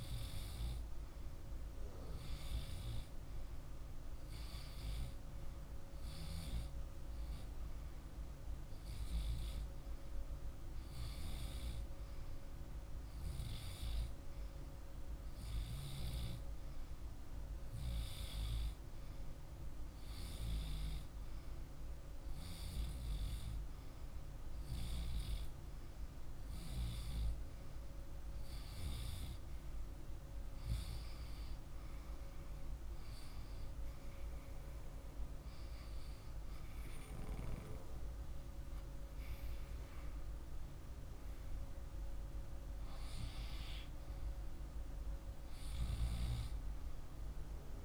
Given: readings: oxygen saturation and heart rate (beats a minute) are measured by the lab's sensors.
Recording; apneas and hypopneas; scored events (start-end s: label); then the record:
breathing in sleep, hard to hear, by a room microphone; none
36.50-41.00 s: arousal
From the record:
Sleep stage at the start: REM sleep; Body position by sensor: on the left side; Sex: male